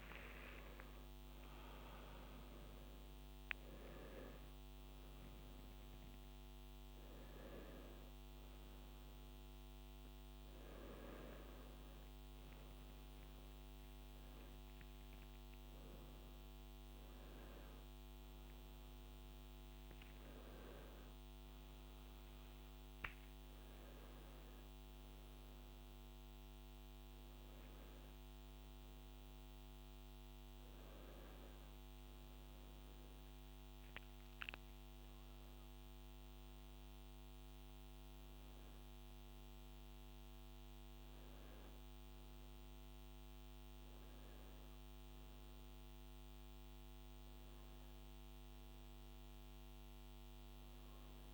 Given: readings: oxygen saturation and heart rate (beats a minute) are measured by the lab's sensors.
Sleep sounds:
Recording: breathing in sleep, hard to hear, by a microphone on the trachea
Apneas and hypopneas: none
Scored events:
9.50-15.00 s: arousal
From the record:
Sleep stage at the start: N2 (light sleep)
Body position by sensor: on the back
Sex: male

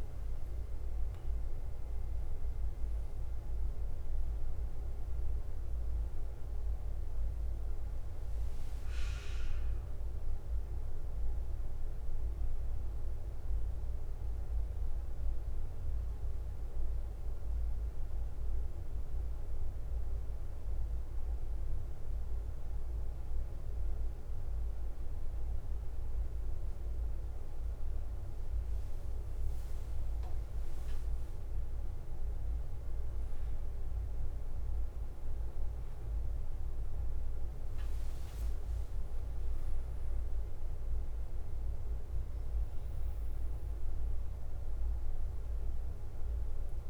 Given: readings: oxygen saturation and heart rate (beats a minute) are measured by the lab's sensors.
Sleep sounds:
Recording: a person partly awake in a sleep study, hard to hear, by a room microphone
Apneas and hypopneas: 1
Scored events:
0.00-46.90 s: bradycardia (device-marked, heart rate 42 extreme)
3.50-46.90 s: new sleep stage, N1 (lightest sleep)
19.50-29.50 s: obstructive apnea (oxygen 100% before, 97% lowest, heart rate 56 before, 42 extreme, up 3 after)
34.00-38.00 s: arousal
From the record:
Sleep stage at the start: awake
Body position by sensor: on the back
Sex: male

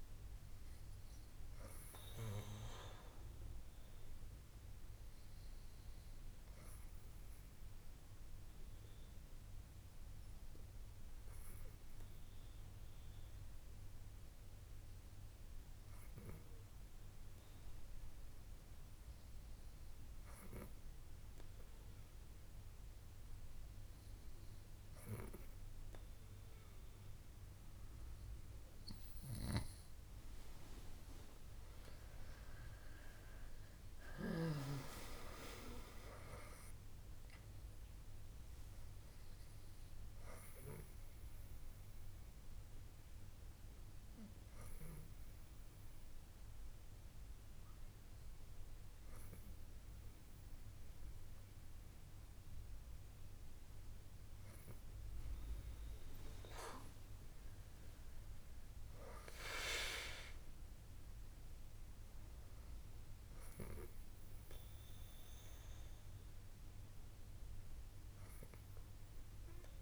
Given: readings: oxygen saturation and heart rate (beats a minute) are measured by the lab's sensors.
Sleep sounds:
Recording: breathing in sleep by a room microphone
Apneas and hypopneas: 2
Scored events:
1.50-26.00 s: obstructive apnea (oxygen 98% before, 95% lowest, heart rate 69 before, 63 extreme, up 11 after)
31.50-34.50 s: arousal
40.50-54.00 s: hypopnea (oxygen 98% before, 95% lowest, heart rate 77 before, 63 extreme, up 8 after)
57.00-60.50 s: arousal
From the record:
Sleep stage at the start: N2 (light sleep)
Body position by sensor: on the back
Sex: female

